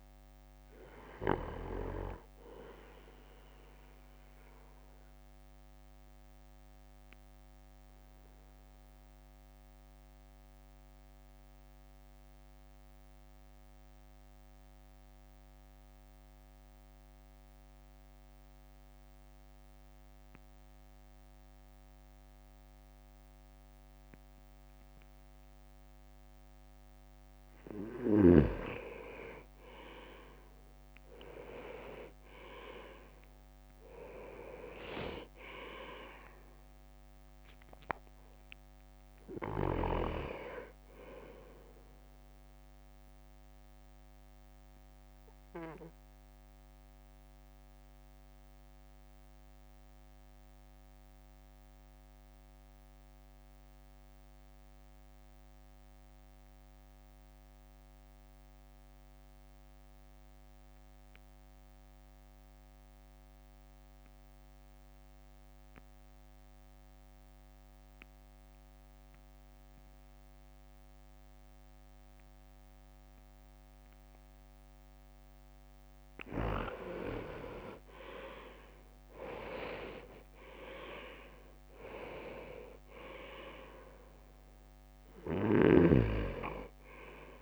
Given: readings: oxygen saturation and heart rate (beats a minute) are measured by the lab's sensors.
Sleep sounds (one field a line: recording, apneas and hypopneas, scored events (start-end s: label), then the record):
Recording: breathing in sleep by a microphone on the trachea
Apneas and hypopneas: 2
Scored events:
0.00-6.50 s: drop in pulse transit time (device-marked, heart rate 54 extreme)
5.00-28.00 s: obstructive apnea (oxygen 100% before, 96% lowest, heart rate 59 before, 50 extreme, up 7 after)
28.50-31.00 s: leg movement (device-marked)
30.00-33.00 s: arousal
31.00-32.00 s: leg movement (device-marked)
33.50-46.50 s: drop in pulse transit time (device-marked, heart rate 53 before, 54 extreme)
43.50-74.00 s: obstructive apnea (oxygen 99% before, 94% lowest, heart rate 56 before, 51 extreme, up 5 after)
77.50-81.50 s: arousal
78.50-87.42 s: drop in pulse transit time (device-marked, heart rate 54 before, 53 extreme)
79.00-82.00 s: leg movement (device-marked)
From the record:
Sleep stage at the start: N2 (light sleep)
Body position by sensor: on the right side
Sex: male